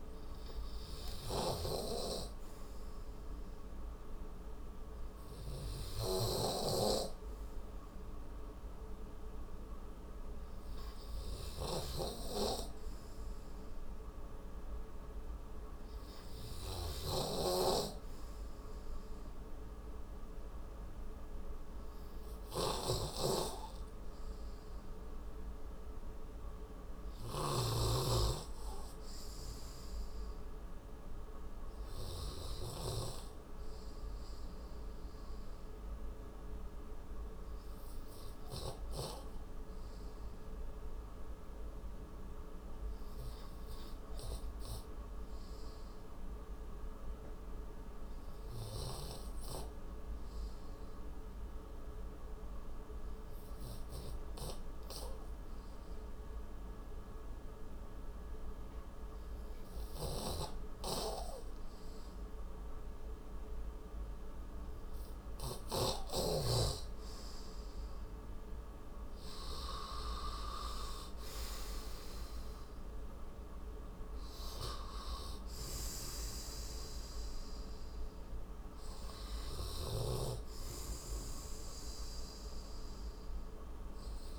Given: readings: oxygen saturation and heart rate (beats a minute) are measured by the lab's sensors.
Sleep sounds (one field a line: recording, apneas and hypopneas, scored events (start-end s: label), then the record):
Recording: breathing in sleep by a room microphone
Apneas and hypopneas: 1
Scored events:
17.00-28.00 s: snoring (device-marked)
47.00-65.50 s: obstructive apnea (oxygen 95% before, 90% lowest)
67.00-72.00 s: arousal
69.50-84.39 s: oxygen desaturation (device-marked, oxygen 96% before, 90% lowest)
From the record:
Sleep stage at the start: N2 (light sleep)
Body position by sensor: on the right side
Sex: male